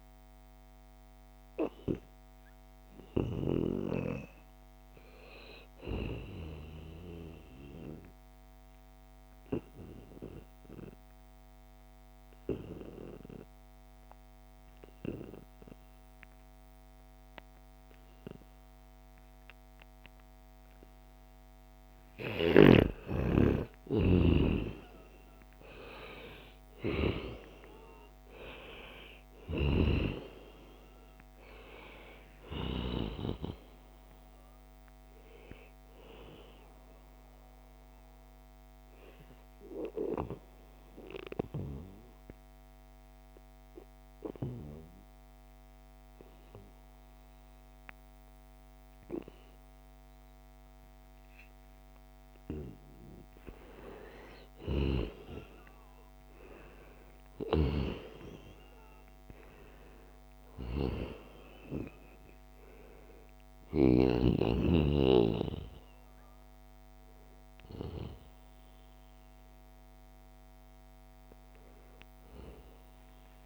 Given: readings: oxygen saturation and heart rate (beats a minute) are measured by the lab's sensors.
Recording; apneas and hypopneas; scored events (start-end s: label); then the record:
breathing in sleep by a microphone on the trachea; 2
0.00-5.00 s: oxygen desaturation (device-marked, oxygen 90% lowest, heart rate 74 extreme)
7.50-22.00 s: obstructive apnea (oxygen 96% before, 90% lowest, heart rate 80 before, 74 extreme, up 0 after)
24.00-28.00 s: arousal
27.00-47.00 s: oxygen desaturation (device-marked, oxygen 94% before, 90% lowest, heart rate 77 before, 77 extreme)
36.00-52.50 s: obstructive apnea (oxygen 96% before, 90% lowest, heart rate 77 before, 77 extreme, up 4 after)
54.50-59.00 s: arousal
61.00-72.00 s: oxygen desaturation (device-marked, oxygen 96% before, 92% lowest, heart rate 79 before, 78 extreme)
From the record:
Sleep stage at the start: N2 (light sleep); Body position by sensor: on the back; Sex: male